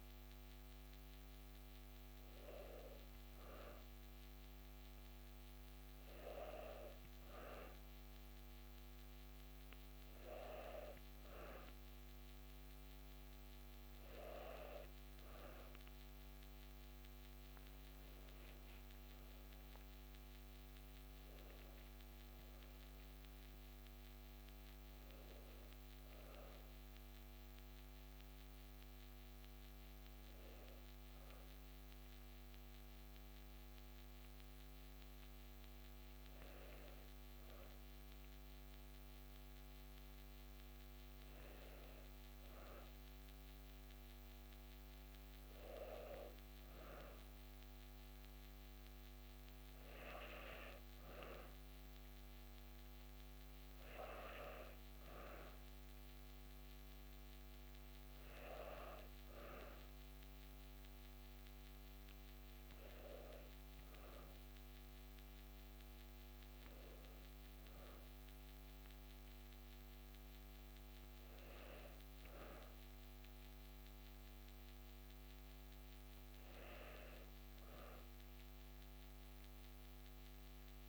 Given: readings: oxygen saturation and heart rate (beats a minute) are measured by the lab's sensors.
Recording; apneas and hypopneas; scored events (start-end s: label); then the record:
breathing in sleep by a microphone on the trachea; none
none scored
From the record:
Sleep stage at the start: N2 (light sleep); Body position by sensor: on the back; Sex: female